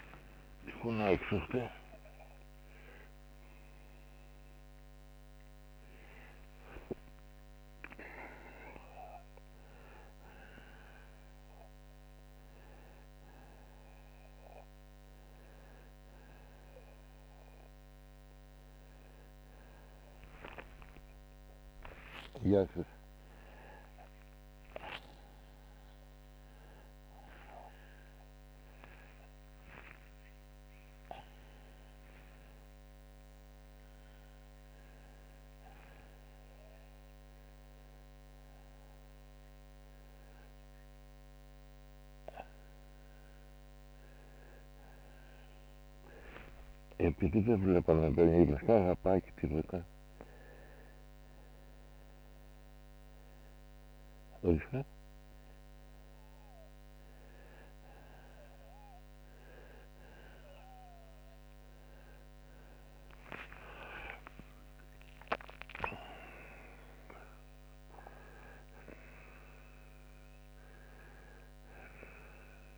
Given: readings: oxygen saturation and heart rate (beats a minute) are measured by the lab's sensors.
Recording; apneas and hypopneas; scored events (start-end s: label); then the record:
a person awake in a sleep study, by a microphone on the trachea; none
10.50-33.50 s: oxygen desaturation (device-marked, oxygen 92% before, 86% lowest)
From the record:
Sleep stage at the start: awake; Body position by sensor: on the right side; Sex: male